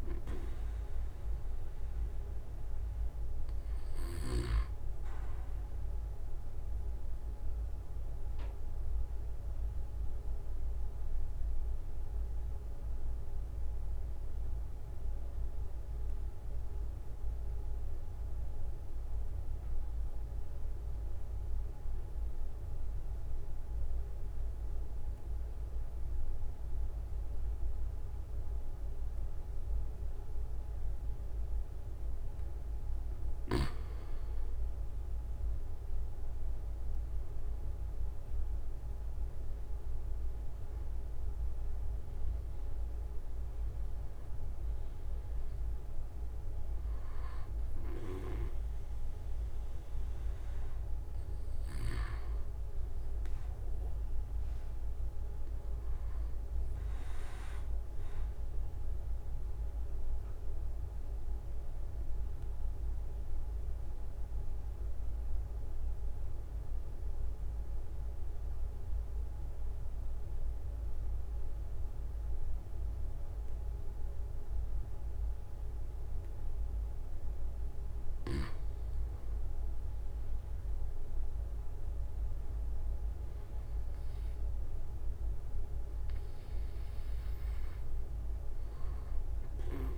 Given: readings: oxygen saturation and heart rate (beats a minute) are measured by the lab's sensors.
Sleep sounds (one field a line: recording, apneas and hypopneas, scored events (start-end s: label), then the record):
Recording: breathing in sleep, hard to hear, by a room microphone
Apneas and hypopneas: 2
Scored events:
2.00-4.50 s: arousal
2.50-4.50 s: long interval between heartbeats (device-marked, heart rate 32 before, 29 extreme)
7.50-32.00 s: obstructive apnea (oxygen 96% before, 91% lowest)
35.00-40.00 s: arousal
36.00-38.00 s: long interval between heartbeats (device-marked, heart rate 46 before, 50 extreme)
38.00-49.00 s: oxygen desaturation (device-marked, oxygen 97% before, 93% lowest, heart rate 47 before, 26 extreme)
43.00-45.00 s: long interval between heartbeats (device-marked, heart rate 44 before, 26 extreme)
46.50-48.50 s: long interval between heartbeats (device-marked, heart rate 41 before, 33 extreme)
54.00-56.00 s: long interval between heartbeats (device-marked, heart rate 36 before, 39 extreme)
56.00-69.00 s: oxygen desaturation (device-marked, oxygen 94% before, 91% lowest)
57.00-77.00 s: obstructive apnea (oxygen 97% before, 91% lowest)
60.50-62.50 s: long interval between heartbeats (device-marked, heart rate 33 before, 48 extreme)
79.50-83.00 s: arousal
80.50-82.50 s: long interval between heartbeats (device-marked, heart rate 49 before, 48 extreme)
88.00-89.98 s: long interval between heartbeats (device-marked, heart rate 44 before, 25 extreme)
From the record:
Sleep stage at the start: N2 (light sleep)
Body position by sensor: on the right side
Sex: male